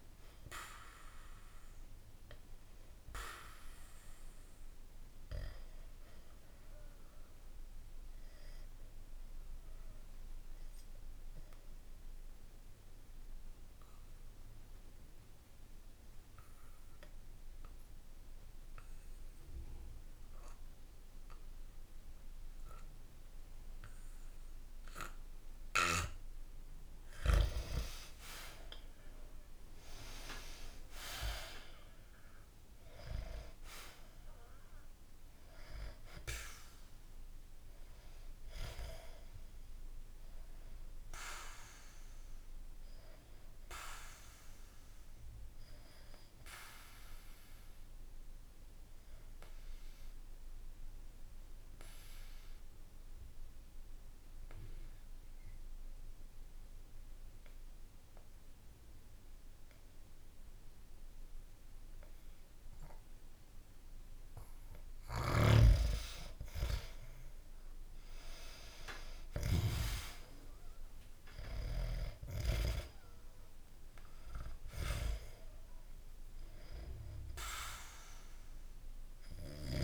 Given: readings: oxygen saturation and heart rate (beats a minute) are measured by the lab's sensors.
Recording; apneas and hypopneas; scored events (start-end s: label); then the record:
breathing in sleep by a room microphone; 2
0.00-19.00 s: oxygen desaturation (device-marked, oxygen 91% lowest, heart rate 63 extreme)
6.00-27.00 s: obstructive apnea (oxygen 98% before, 91% lowest, heart rate 65 before, 63 extreme, up 1 after)
28.00-32.50 s: arousal
35.00-55.00 s: oxygen desaturation (device-marked, oxygen 98% before, 91% lowest, heart rate 65 before, 57 extreme)
45.00-64.50 s: obstructive apnea (oxygen 98% before, 91% lowest, heart rate 65 before, 57 extreme, up 5 after)
65.00-69.50 s: snoring (device-marked)
66.00-69.50 s: arousal
70.00-79.84 s: oxygen desaturation (device-marked, oxygen 98% before, 91% lowest, heart rate 64 before, 63 extreme)
From the record:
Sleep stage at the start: N2 (light sleep); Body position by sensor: on the back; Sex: male